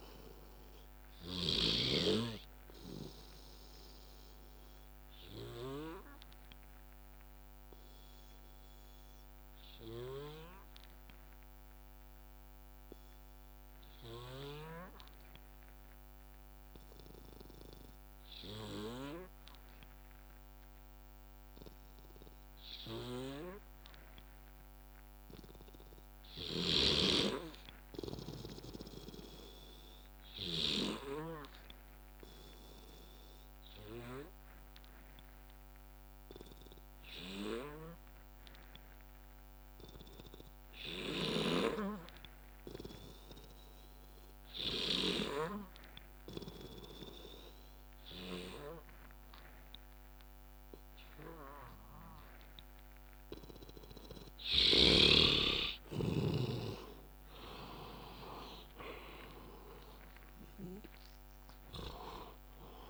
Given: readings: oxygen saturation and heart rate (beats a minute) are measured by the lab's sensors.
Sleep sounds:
breathing in sleep by a microphone on the trachea; 1
0.00-4.00 s: drop in pulse transit time (device-marked, heart rate 62 extreme)
0.00-15.00 s: oxygen desaturation (device-marked, oxygen 88% lowest, heart rate 57 extreme)
6.00-53.00 s: obstructive apnea (oxygen 94% before, 86% lowest, heart rate 68 before, 58 extreme, up 12 after)
24.00-62.90 s: oxygen desaturation (device-marked, oxygen 99% before, 86% lowest, heart rate 62 before, 58 extreme)
28.00-32.00 s: bradycardia (device-marked, heart rate 64 before, 59 extreme)
57.50-62.00 s: arousal
59.00-62.90 s: drop in pulse transit time (device-marked, heart rate 67 before, 74 extreme)
From the record:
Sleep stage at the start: N2 (light sleep); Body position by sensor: on the back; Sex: male

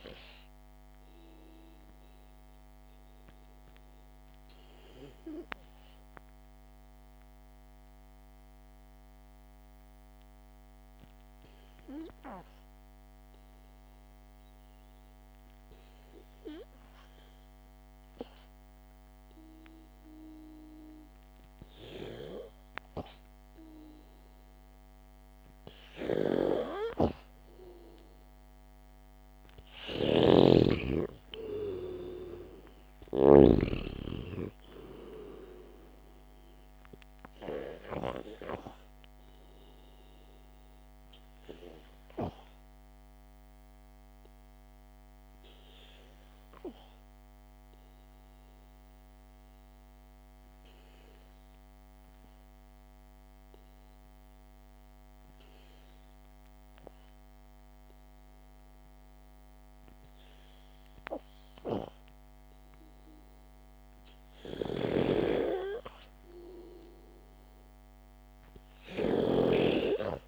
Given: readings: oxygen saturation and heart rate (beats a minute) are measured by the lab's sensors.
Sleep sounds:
breathing in sleep by a microphone on the trachea; 2
5.50-21.50 s: mixed apnea (oxygen 95% before, 92% lowest, heart rate 63 before, 50 extreme)
25.00-28.00 s: arousal
30.00-34.00 s: snoring (device-marked)
33.50-44.50 s: oxygen desaturation (device-marked, oxygen 96% before, 94% lowest, heart rate 58 before, 53 extreme)
41.00-59.50 s: obstructive apnea (oxygen 98% before, 92% lowest, heart rate 54 before, 53 extreme, up 4 after)
64.50-67.50 s: arousal
65.00-70.00 s: snoring (device-marked)
From the record:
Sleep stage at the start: N2 (light sleep); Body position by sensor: on the back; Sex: male

